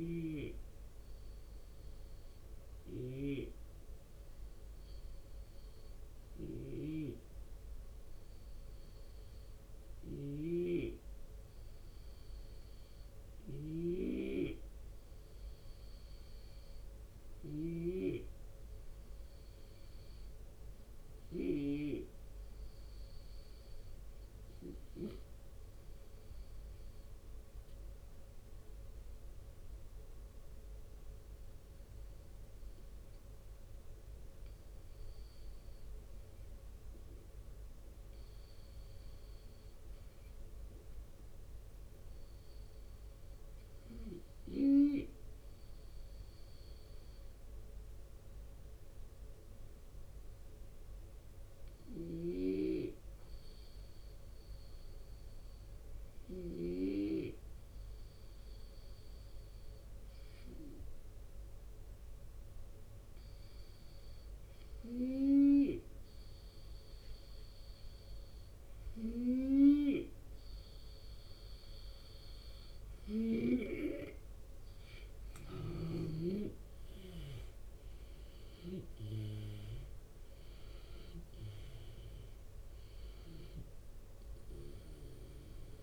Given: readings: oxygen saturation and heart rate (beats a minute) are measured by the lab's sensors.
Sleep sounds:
breathing in sleep by a room microphone; 1
0.00-15.00 s: oxygen desaturation (device-marked, oxygen 85% lowest, heart rate 74 extreme)
0.00-24.50 s: snoring (device-marked)
1.00-68.50 s: hypopnea (oxygen 91% before, 79% lowest, heart rate 79 before, 74 extreme, up 3 after)
28.00-39.00 s: drop in pulse transit time (device-marked, heart rate 76 before, 75 extreme)
36.00-85.83 s: oxygen desaturation (device-marked, oxygen 92% before, 80% lowest, heart rate 77 before, 76 extreme)
50.00-55.00 s: drop in pulse transit time (device-marked, heart rate 77 before, 78 extreme)
51.50-56.00 s: snoring (device-marked)
64.50-73.00 s: snoring (device-marked)
73.00-85.83 s: drop in pulse transit time (device-marked, heart rate 81 before, 82 extreme)
74.00-79.50 s: arousal
75.00-78.50 s: snoring (device-marked)
From the record:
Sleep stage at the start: N2 (light sleep); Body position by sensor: on the left side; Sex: male

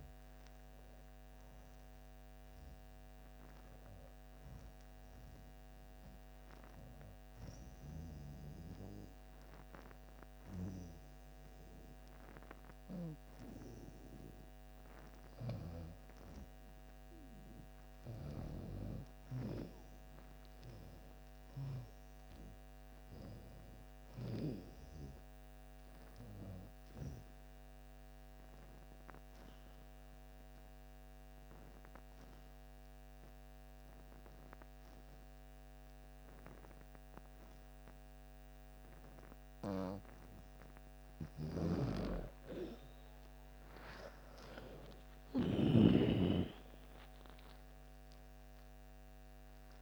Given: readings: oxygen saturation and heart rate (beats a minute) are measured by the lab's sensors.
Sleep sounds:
breathing in sleep by a microphone on the trachea; 2
5.50-16.00 s: hypopnea (oxygen 98% before, 85% lowest)
18.00-37.00 s: oxygen desaturation (device-marked, oxygen 95% before, 88% lowest)
19.50-23.50 s: arousal
27.00-41.00 s: obstructive apnea (oxygen 98% before, 85% lowest)
41.00-45.50 s: snoring (device-marked)
43.00-46.50 s: arousal
44.00-49.82 s: oxygen desaturation (device-marked, oxygen 97% before, 85% lowest)
From the record:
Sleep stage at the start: N2 (light sleep); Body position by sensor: on the back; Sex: female

